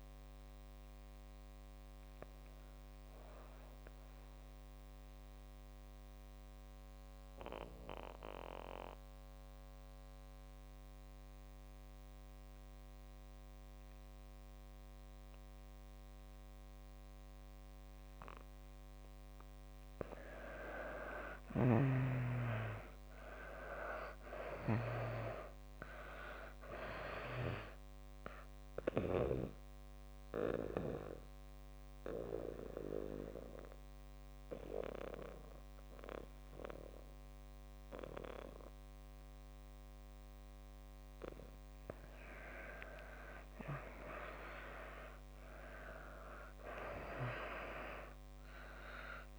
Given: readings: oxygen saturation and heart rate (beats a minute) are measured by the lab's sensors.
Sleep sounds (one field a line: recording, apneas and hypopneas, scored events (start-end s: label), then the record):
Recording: breathing in sleep by a microphone on the trachea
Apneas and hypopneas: 2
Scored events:
0.00-14.50 s: oxygen desaturation (device-marked, oxygen 82% lowest)
1.00-19.50 s: mixed apnea (oxygen 96% before, 79% lowest)
21.50-45.50 s: oxygen desaturation (device-marked, oxygen 98% before, 79% lowest)
22.00-25.50 s: arousal
29.00-42.50 s: obstructive apnea (oxygen 98% before, 79% lowest)
45.50-48.50 s: arousal
From the record:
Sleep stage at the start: N2 (light sleep)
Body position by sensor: on the back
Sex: female